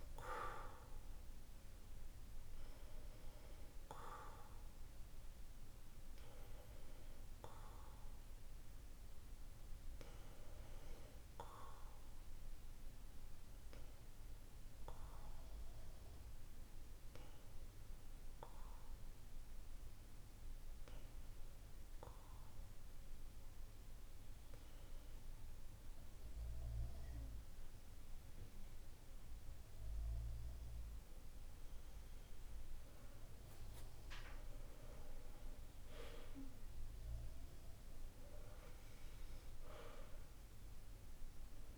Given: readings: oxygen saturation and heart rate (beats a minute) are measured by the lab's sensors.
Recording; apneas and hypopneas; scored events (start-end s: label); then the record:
breathing in sleep by a room microphone; 1
7.50-33.50 s: hypopnea (oxygen 95% before, 91% lowest, heart rate 53 before, 48 extreme, up 4 after)
From the record:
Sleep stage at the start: N2 (light sleep); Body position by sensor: on the back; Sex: male